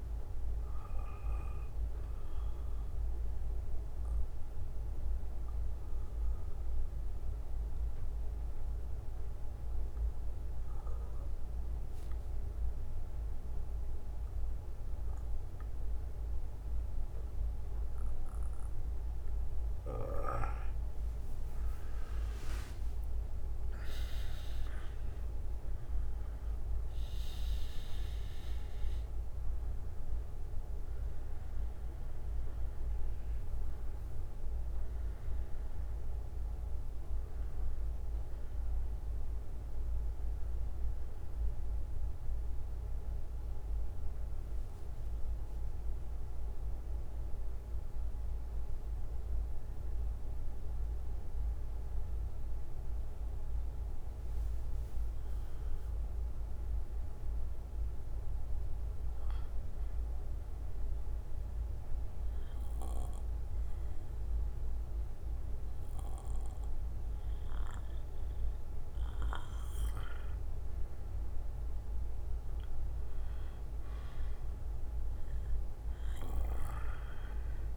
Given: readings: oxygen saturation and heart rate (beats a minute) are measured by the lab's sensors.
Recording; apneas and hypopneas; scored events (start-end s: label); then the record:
breathing in sleep, hard to hear, by a room microphone; 3
1.00-10.00 s: bradycardia (device-marked, heart rate 61 before, 53 extreme)
9.00-22.00 s: mixed apnea (oxygen 97% before, 90% lowest, heart rate 59 before, 46 extreme, up 22 after)
11.00-18.00 s: bradycardia (device-marked, heart rate 60 before, 52 extreme)
23.00-28.50 s: arousal
30.00-39.00 s: oxygen desaturation (device-marked, oxygen 96% before, 92% lowest, heart rate 60 before, 46 extreme)
37.00-48.00 s: bradycardia (device-marked, heart rate 60 before, 46 extreme)
41.00-56.00 s: oxygen desaturation (device-marked, oxygen 94% before, 90% lowest, heart rate 65 before, 49 extreme)
42.50-53.50 s: central apnea (oxygen 96% before, 90% lowest, heart rate 65 before, 52 extreme, up 22 after)
49.00-54.00 s: bradycardia (device-marked, heart rate 60 before, 52 extreme)
55.50-58.50 s: arousal
60.00-69.00 s: bradycardia (device-marked, heart rate 60 before, 54 extreme)
61.00-72.00 s: obstructive apnea (oxygen 98% before, 93% lowest, heart rate 56 before, 48 extreme, up 10 after)
73.50-77.00 s: arousal
From the record:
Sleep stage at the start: N2 (light sleep); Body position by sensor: on the back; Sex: male